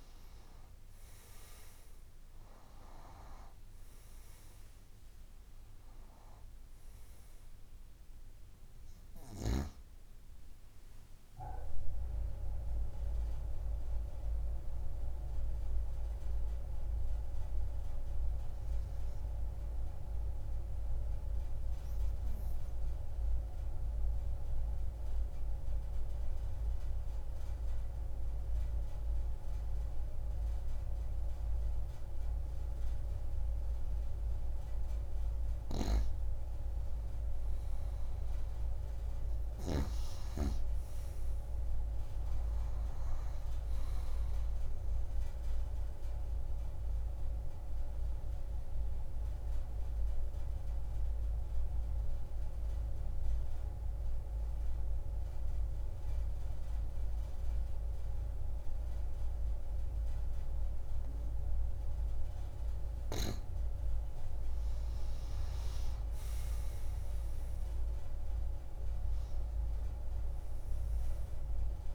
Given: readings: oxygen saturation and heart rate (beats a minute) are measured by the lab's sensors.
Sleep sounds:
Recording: breathing in sleep by a room microphone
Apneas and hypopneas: 2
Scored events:
0.00-2.50 s: arousal
0.00-32.00 s: oxygen desaturation (device-marked, oxygen 88% lowest)
21.50-34.00 s: obstructive apnea (oxygen 96% before, 88% lowest)
37.00-41.00 s: arousal
46.00-63.00 s: oxygen desaturation (device-marked, oxygen 97% before, 92% lowest)
46.50-63.00 s: obstructive apnea (oxygen 97% before, 90% lowest)
65.00-71.95 s: oxygen desaturation (device-marked, oxygen 96% before, 90% lowest)
66.00-70.00 s: arousal
From the record:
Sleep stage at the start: N2 (light sleep)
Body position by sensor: on the back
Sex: female

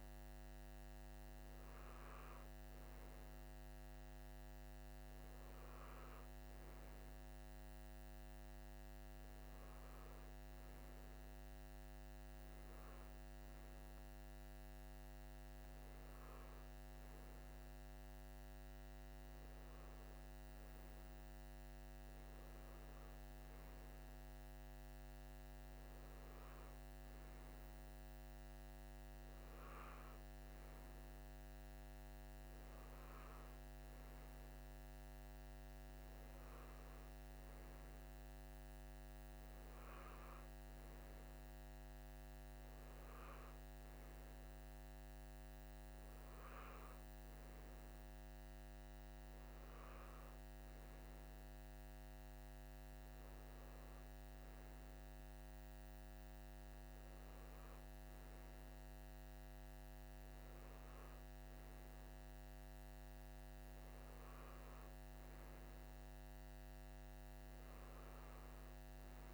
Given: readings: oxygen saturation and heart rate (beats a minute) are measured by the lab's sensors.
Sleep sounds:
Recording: breathing in sleep, hard to hear, by a microphone on the trachea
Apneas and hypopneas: none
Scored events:
none scored
From the record:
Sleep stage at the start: N2 (light sleep)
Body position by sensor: on the right side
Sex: male

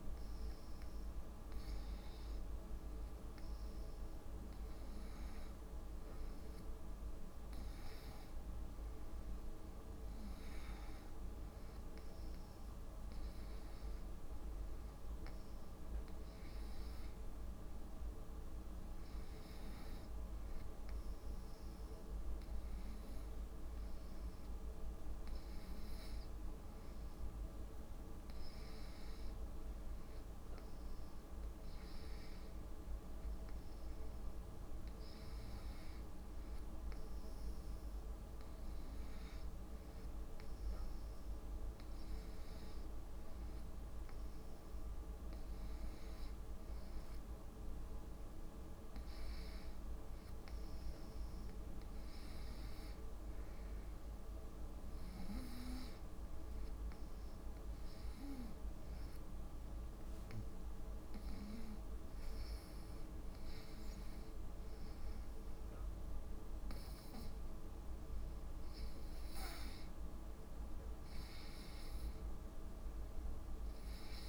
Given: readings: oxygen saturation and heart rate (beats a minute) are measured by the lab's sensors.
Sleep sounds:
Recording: breathing in sleep, hard to hear, by a room microphone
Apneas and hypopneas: 2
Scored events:
0.00-1.00 s: arousal
0.00-14.00 s: oxygen desaturation (device-marked, oxygen 89% lowest)
13.00-15.00 s: long interval between heartbeats (device-marked)
26.00-28.00 s: long interval between heartbeats (device-marked)
31.00-34.00 s: arousal
37.00-47.50 s: hypopnea (oxygen 92% before, 89% lowest)
50.00-54.00 s: arousal
56.00-58.00 s: long interval between heartbeats (device-marked)
59.00-70.00 s: hypopnea (oxygen 92% before, 88% lowest)
From the record:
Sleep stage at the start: N2 (light sleep)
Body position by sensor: on the back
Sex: female

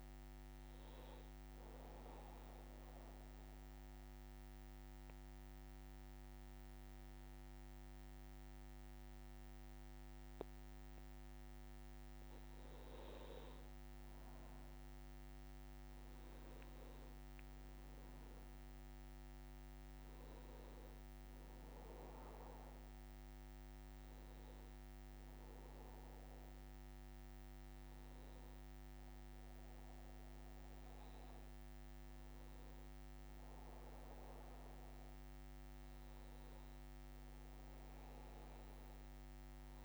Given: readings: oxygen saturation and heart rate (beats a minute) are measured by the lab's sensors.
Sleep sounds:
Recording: breathing in sleep, hard to hear, by a microphone on the trachea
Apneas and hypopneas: 1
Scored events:
0.00-10.00 s: oxygen desaturation (device-marked, oxygen 95% before, 90% lowest, heart rate 62 before, 62 extreme)
2.00-12.50 s: obstructive apnea (oxygen 95% before, 90% lowest, heart rate 62 before, 62 extreme, up 1 after)
14.00-18.00 s: arousal
23.00-37.00 s: oxygen desaturation (device-marked, oxygen 95% before, 92% lowest, heart rate 62 before, 62 extreme)
From the record:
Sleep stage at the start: N2 (light sleep)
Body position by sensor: on the back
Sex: male

